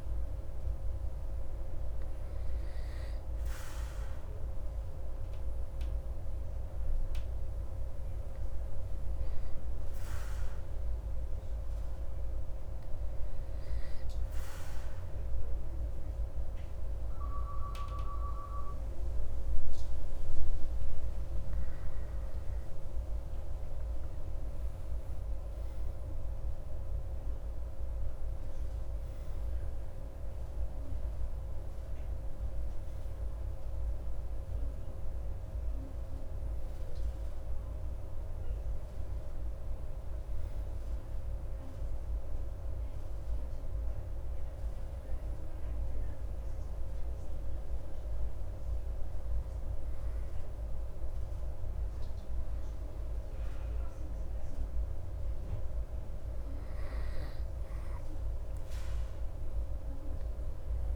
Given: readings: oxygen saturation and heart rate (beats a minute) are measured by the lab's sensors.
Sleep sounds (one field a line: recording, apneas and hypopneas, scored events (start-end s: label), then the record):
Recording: breathing in sleep, hard to hear, by a room microphone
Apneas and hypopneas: 1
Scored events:
5.50-19.50 s: hypopnea (oxygen 95% before, 94% lowest)
22.50-26.00 s: arousal
From the record:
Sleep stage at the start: N2 (light sleep)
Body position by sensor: on the back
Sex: male